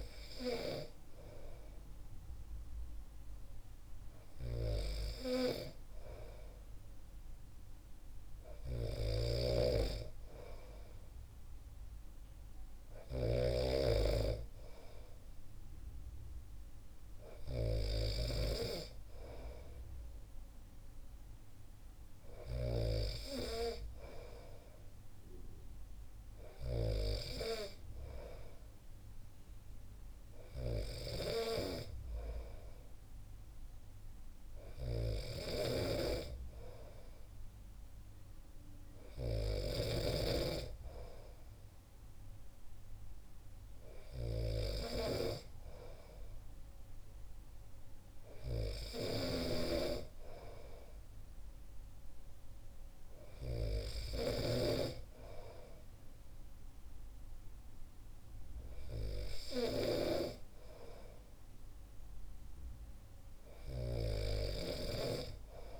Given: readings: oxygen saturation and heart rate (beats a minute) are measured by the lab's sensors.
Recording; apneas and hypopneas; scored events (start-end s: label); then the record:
breathing in sleep by a room microphone; none
9.00-13.50 s: snoring (device-marked)
35.50-40.50 s: snoring (device-marked)
49.00-54.50 s: snoring (device-marked)
From the record:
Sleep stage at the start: N2 (light sleep); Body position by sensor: on the back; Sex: male